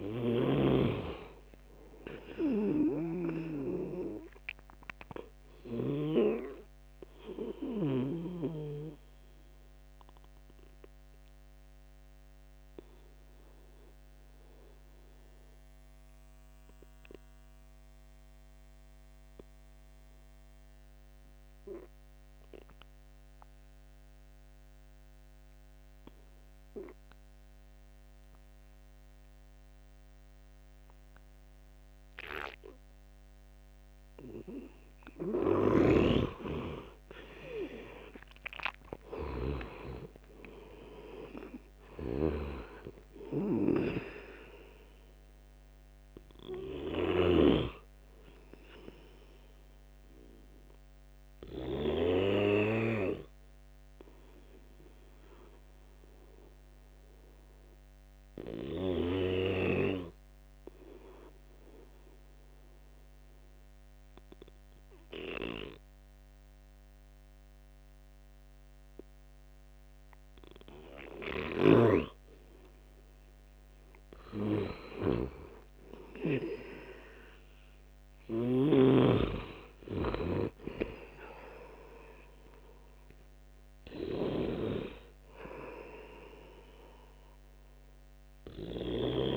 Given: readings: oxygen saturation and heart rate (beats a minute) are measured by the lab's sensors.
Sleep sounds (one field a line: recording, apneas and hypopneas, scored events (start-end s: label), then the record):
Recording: breathing in sleep by a microphone on the trachea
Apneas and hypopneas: 2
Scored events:
0.00-20.00 s: oxygen desaturation (device-marked, oxygen 92% lowest, heart rate 72 extreme)
10.50-34.50 s: obstructive apnea (oxygen 98% before, 86% lowest, heart rate 79 before, 71 extreme, up 14 after)
31.00-68.00 s: oxygen desaturation (device-marked, oxygen 99% before, 86% lowest, heart rate 75 before, 69 extreme)
37.50-42.50 s: arousal
51.50-71.50 s: obstructive apnea (oxygen 99% before, 86% lowest, heart rate 78 before, 69 extreme, up 11 after)
75.50-79.50 s: arousal
81.00-89.37 s: oxygen desaturation (device-marked, oxygen 98% before, 93% lowest, heart rate 76 before, 73 extreme)
From the record:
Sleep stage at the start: N2 (light sleep)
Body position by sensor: on the right side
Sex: male